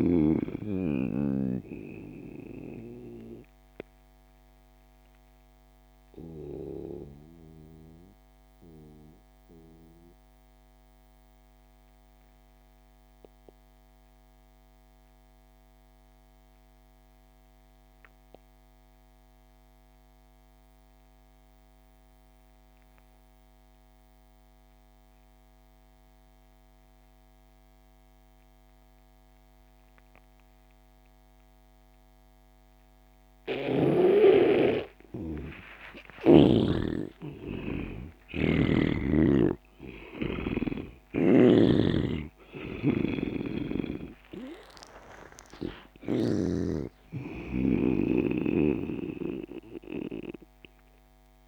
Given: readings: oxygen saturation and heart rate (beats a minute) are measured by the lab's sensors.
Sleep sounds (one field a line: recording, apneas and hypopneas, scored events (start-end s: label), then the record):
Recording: breathing in sleep by a microphone on the trachea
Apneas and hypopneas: 1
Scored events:
0.00-12.50 s: oxygen desaturation (device-marked, oxygen 80% lowest)
3.50-36.00 s: obstructive apnea (oxygen 97% before, 80% lowest)
24.50-51.48 s: oxygen desaturation (device-marked, oxygen 99% before, 82% lowest)
37.00-41.00 s: arousal
From the record:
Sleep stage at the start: N2 (light sleep)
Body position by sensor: on the back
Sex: male